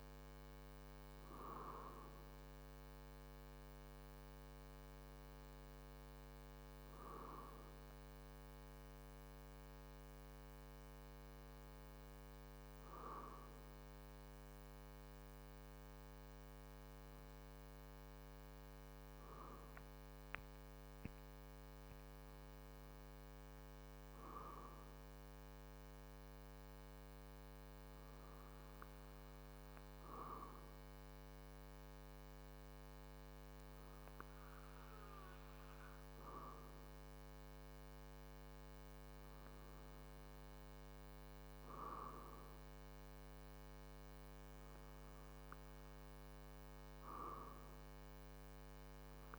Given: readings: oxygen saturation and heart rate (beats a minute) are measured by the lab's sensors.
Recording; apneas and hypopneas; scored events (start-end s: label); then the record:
breathing in sleep by a microphone on the trachea; none
none scored
From the record:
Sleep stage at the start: REM sleep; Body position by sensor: on the back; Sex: male